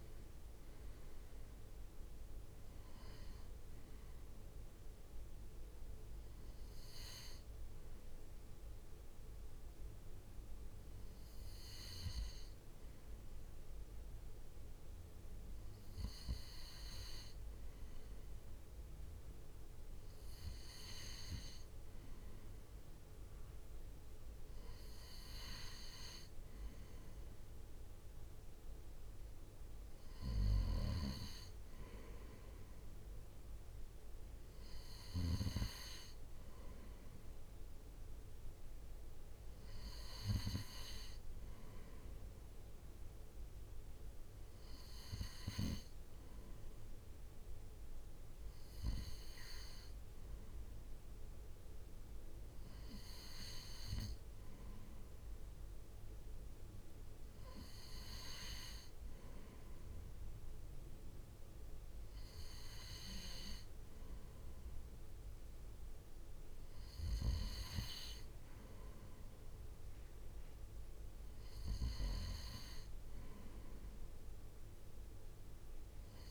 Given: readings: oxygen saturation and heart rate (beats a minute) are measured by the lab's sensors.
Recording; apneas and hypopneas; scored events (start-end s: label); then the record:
breathing in sleep by a room microphone; none
0.00-6.00 s: drop in pulse transit time (device-marked, heart rate 66 extreme)
From the record:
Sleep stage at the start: N2 (light sleep); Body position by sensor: on the right side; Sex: male